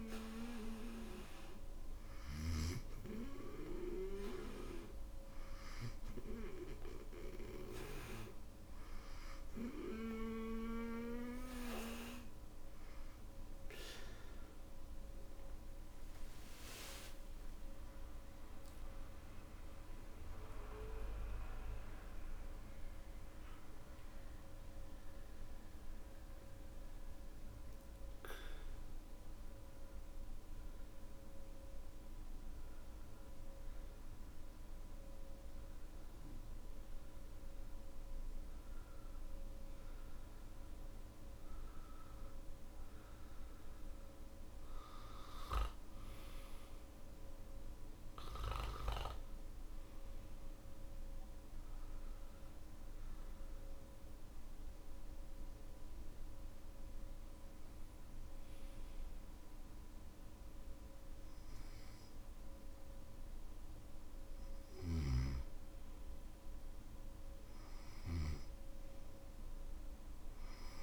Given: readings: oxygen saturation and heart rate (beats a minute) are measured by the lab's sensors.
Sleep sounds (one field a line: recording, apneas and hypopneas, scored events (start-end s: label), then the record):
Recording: breathing in sleep by a room microphone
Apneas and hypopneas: 1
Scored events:
16.50-20.50 s: arousal
26.50-70.83 s: new sleep stage, N3 (deep sleep)
31.00-42.00 s: obstructive apnea (oxygen 96% before, 94% lowest, heart rate 62 before, 55 extreme, up 0 after)
From the record:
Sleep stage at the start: N2 (light sleep)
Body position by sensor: on the back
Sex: male